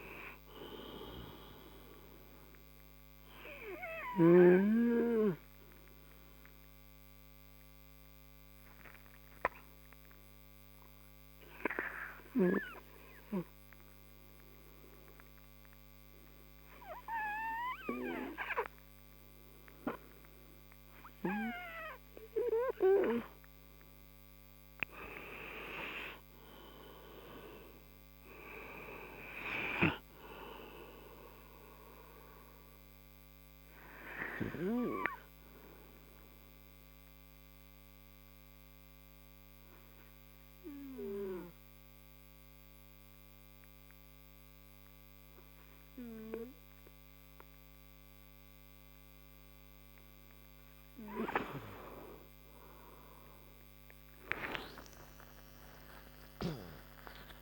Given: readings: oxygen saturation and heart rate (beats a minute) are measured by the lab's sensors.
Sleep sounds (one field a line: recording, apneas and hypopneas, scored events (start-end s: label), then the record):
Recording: breathing in sleep by a microphone on the trachea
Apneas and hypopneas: 2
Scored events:
0.50-20.50 s: oxygen desaturation (device-marked, oxygen 98% before, 92% lowest)
3.50-22.00 s: obstructive apnea (oxygen 98% before, 92% lowest)
25.50-28.50 s: arousal
30.50-32.50 s: oxygen desaturation (device-marked, oxygen 97% before, 93% lowest)
36.00-52.00 s: obstructive apnea (oxygen 97% before, 92% lowest)
51.50-57.42 s: new sleep stage, awake
54.50-57.42 s: snoring (device-marked)
From the record:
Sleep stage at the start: N2 (light sleep)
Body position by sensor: on the right side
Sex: male